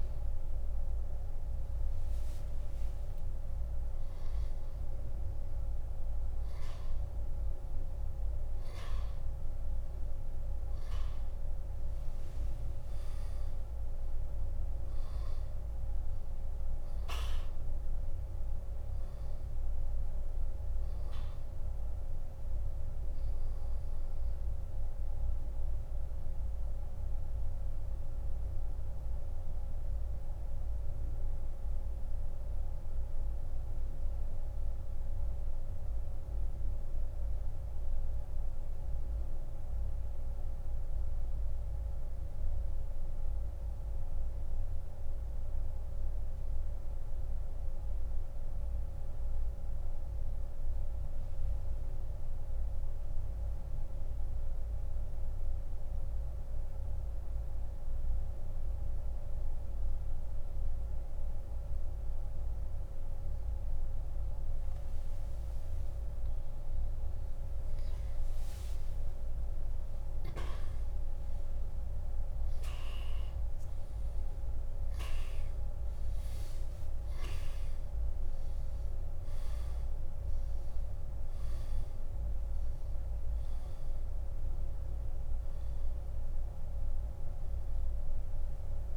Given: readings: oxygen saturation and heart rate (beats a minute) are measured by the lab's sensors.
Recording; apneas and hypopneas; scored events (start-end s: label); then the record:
breathing in sleep, hard to hear, by a room microphone; 1
0.00-2.50 s: arousal
6.50-15.50 s: oxygen desaturation (device-marked, oxygen 99% before, 95% lowest, heart rate 66 before, 54 extreme)
21.50-57.50 s: oxygen desaturation (device-marked, oxygen 96% before, 88% lowest, heart rate 68 before, 56 extreme)
26.50-62.00 s: central apnea (oxygen 99% before, 85% lowest, heart rate 72 before, 48 extreme, up 13 after)
65.00-69.00 s: arousal
From the record:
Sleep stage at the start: N2 (light sleep); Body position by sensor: on the back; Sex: male